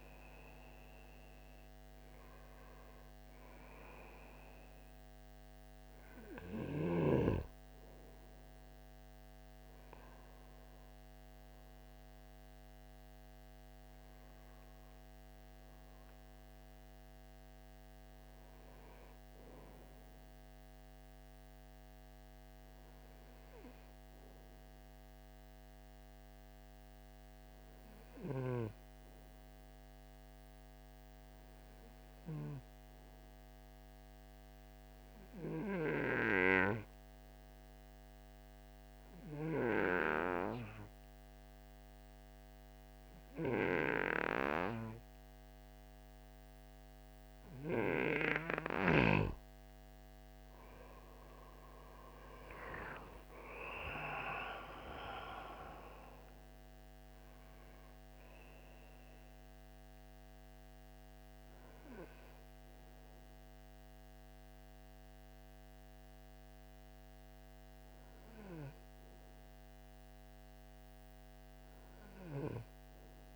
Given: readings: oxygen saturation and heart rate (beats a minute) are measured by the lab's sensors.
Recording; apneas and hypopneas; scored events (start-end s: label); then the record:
breathing in sleep by a microphone on the trachea; 1
0.00-23.00 s: oxygen desaturation (device-marked, oxygen 92% lowest, heart rate 50 extreme)
34.00-49.00 s: obstructive apnea (oxygen 98% before, 91% lowest, heart rate 54 before, 48 extreme, up 12 after)
52.00-55.50 s: arousal
54.00-73.36 s: oxygen desaturation (device-marked, oxygen 96% before, 91% lowest, heart rate 55 before, 48 extreme)
From the record:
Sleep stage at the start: N2 (light sleep); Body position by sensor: on the right side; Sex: male